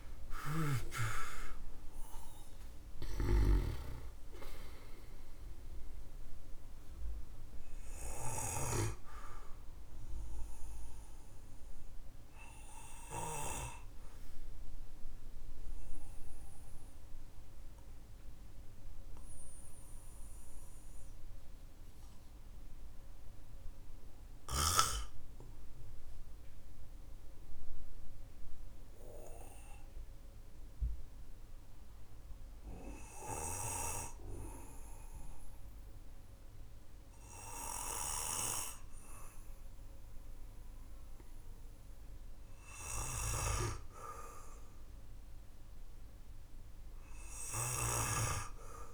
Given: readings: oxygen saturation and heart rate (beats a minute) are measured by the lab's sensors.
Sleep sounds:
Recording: breathing in sleep by a room microphone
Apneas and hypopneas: 1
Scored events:
0.00-8.50 s: snoring (device-marked)
12.00-39.00 s: obstructive apnea (oxygen 99% before, 93% lowest, heart rate 59 before, 44 extreme, up 0 after)
12.50-32.50 s: oxygen desaturation (device-marked, oxygen 96% before, 93% lowest, heart rate 58 before, 44 extreme)
41.50-45.50 s: arousal
42.50-48.94 s: snoring (device-marked)
From the record:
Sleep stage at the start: N2 (light sleep)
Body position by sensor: on the back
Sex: male

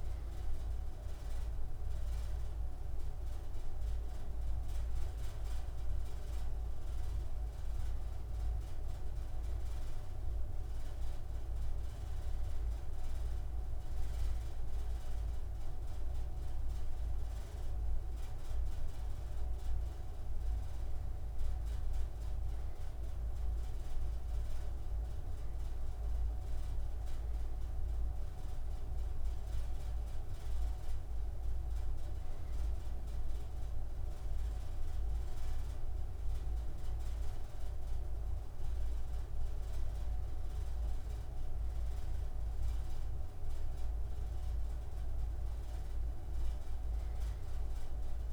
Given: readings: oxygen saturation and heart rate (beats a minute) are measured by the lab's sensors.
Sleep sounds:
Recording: breathing in sleep, hard to hear, by a room microphone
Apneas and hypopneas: none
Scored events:
none scored
From the record:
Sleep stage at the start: N2 (light sleep)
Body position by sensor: on the right side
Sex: male

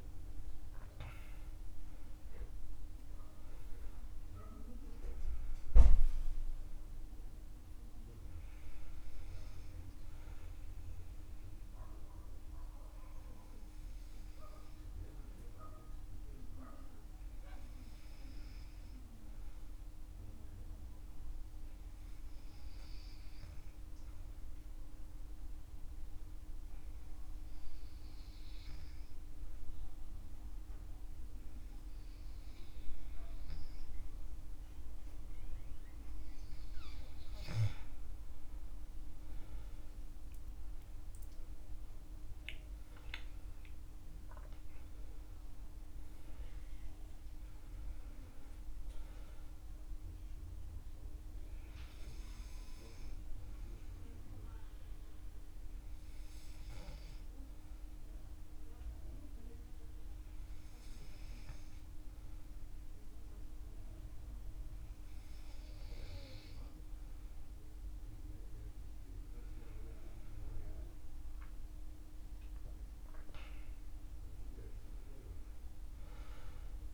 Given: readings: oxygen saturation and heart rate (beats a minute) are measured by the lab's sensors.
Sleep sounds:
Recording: breathing in sleep by a room microphone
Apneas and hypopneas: 2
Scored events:
13.50-35.50 s: hypopnea (oxygen 97% before, 95% lowest, heart rate 70 before, 58 extreme, up 14 after)
39.50-44.50 s: arousal
51.00-67.00 s: hypopnea (oxygen 98% before, 94% lowest, heart rate 66 before, 59 extreme, up 14 after)
69.50-73.50 s: arousal
From the record:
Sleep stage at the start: N2 (light sleep)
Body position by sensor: on the back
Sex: male

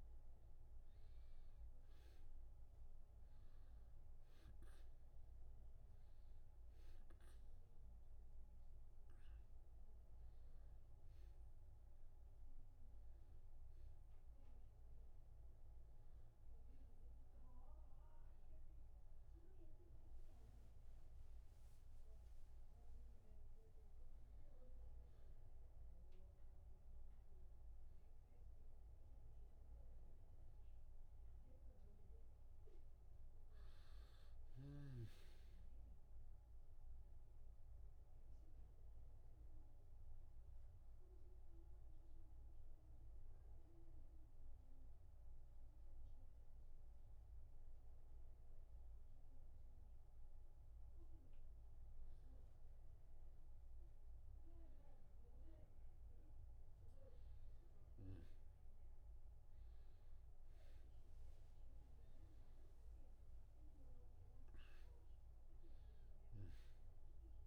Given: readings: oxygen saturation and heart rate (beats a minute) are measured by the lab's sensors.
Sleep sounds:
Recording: breathing in sleep, hard to hear, by a room microphone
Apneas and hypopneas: 1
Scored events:
0.00-3.50 s: arousal
6.00-29.00 s: oxygen desaturation (device-marked, oxygen 95% before, 90% lowest)
33.00-37.50 s: arousal
40.00-54.50 s: mixed apnea (oxygen 96% before, 92% lowest)
63.50-67.47 s: arousal
65.00-67.47 s: oxygen desaturation (device-marked, oxygen 97% before, 92% lowest)
From the record:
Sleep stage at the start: N1 (lightest sleep)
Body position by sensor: on the back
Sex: male

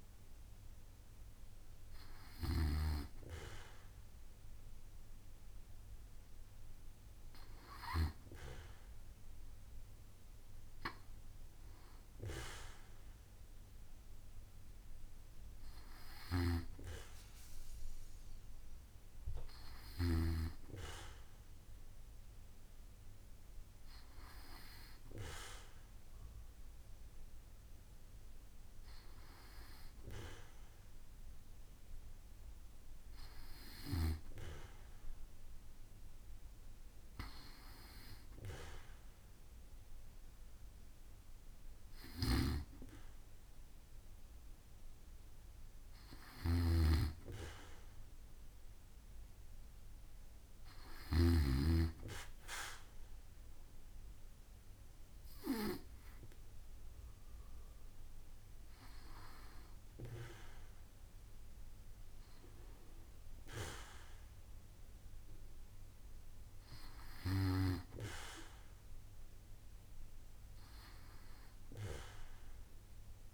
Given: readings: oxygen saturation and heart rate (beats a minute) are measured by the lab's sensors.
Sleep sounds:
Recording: breathing in sleep by a room microphone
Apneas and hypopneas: none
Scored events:
46.00-51.00 s: snoring (device-marked)
From the record:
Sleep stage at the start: N2 (light sleep)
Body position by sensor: on the back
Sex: male

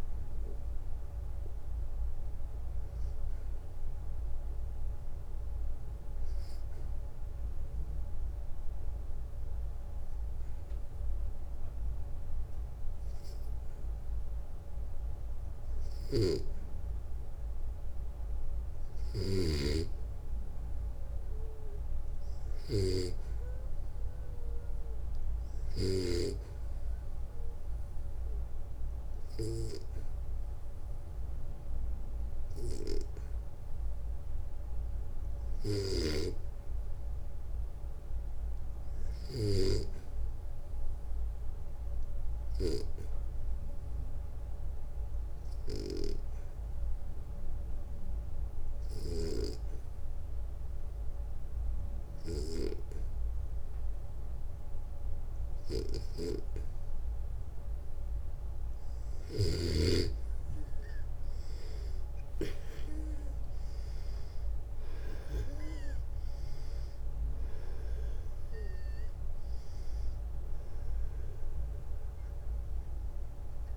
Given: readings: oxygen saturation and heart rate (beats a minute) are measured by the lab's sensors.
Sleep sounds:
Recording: breathing in sleep by a room microphone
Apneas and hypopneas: 2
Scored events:
4.00-16.50 s: obstructive apnea (oxygen 97% before, 90% lowest, heart rate 64 before, 57 extreme, up 4 after)
15.00-19.00 s: snoring (device-marked)
18.50-21.50 s: arousal
21.50-43.50 s: oxygen desaturation (device-marked, oxygen 97% before, 92% lowest, heart rate 59 before, 59 extreme)
35.00-39.00 s: snoring (device-marked)
41.00-56.50 s: obstructive apnea (oxygen 97% before, 88% lowest, heart rate 60 before, 60 extreme, up 4 after)
48.00-52.00 s: snoring (device-marked)
61.50-67.00 s: arousal
From the record:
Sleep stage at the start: N2 (light sleep)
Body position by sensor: on the back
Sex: male

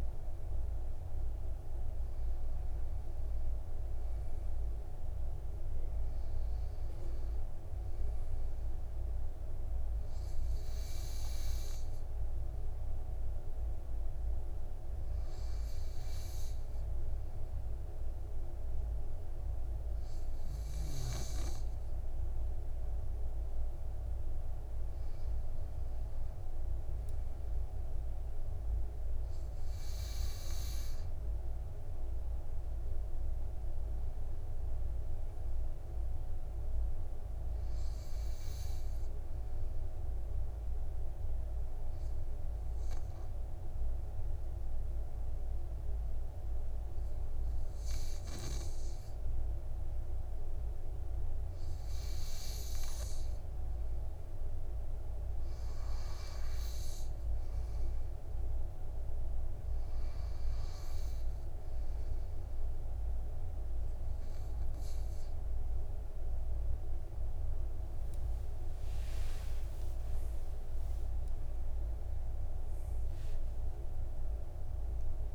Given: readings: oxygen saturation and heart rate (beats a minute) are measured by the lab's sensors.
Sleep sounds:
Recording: breathing in sleep, hard to hear, by a room microphone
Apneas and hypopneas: 2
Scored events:
0.00-19.50 s: oxygen desaturation (device-marked, oxygen 91% lowest, heart rate 58 extreme)
10.50-23.00 s: obstructive apnea (oxygen 97% before, 91% lowest, heart rate 61 before, 59 extreme, up 7 after)
25.00-28.00 s: arousal
40.50-52.50 s: obstructive apnea (oxygen 97% before, 92% lowest, heart rate 63 before, 56 extreme, up 1 after)
59.50-75.35 s: oxygen desaturation (device-marked, oxygen 97% before, 92% lowest, heart rate 61 before, 52 extreme)
69.00-75.00 s: arousal
From the record:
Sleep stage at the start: N2 (light sleep)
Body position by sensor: on the back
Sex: male

